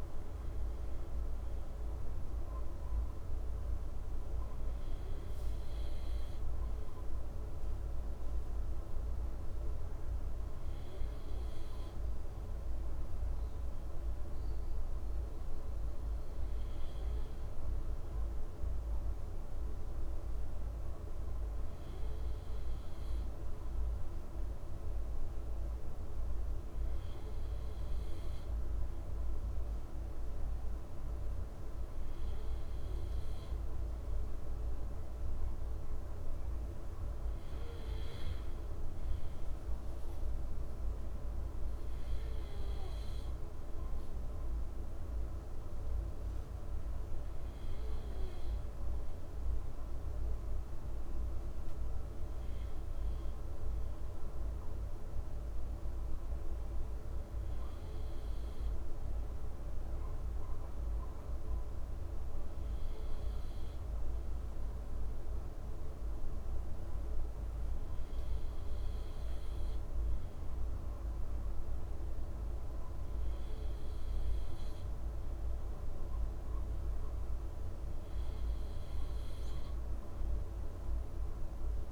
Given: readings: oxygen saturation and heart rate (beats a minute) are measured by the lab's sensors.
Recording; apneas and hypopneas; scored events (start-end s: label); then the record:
breathing in sleep, hard to hear, by a room microphone; none
none scored
From the record:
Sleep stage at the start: N2 (light sleep); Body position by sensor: on the left side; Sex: male